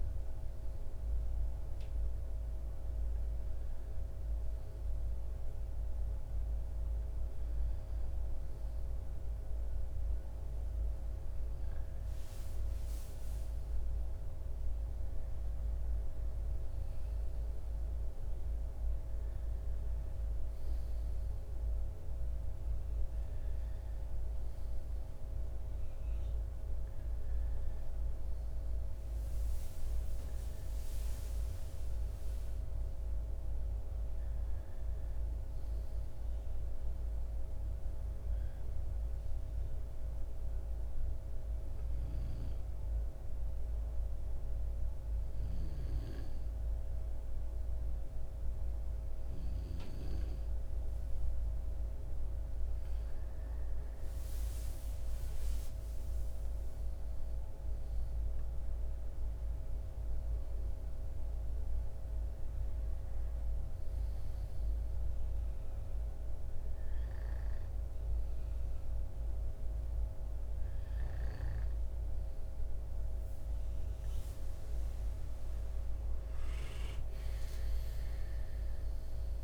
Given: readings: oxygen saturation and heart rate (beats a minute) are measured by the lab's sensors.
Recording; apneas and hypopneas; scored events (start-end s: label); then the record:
breathing in sleep, hard to hear, by a room microphone; 1
40.00-51.00 s: hypopnea (oxygen 95% before, 92% lowest, heart rate 54 before, 55 extreme, up 10 after)
53.50-57.50 s: arousal
75.50-78.50 s: arousal
From the record:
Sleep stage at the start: N2 (light sleep); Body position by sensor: on the back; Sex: male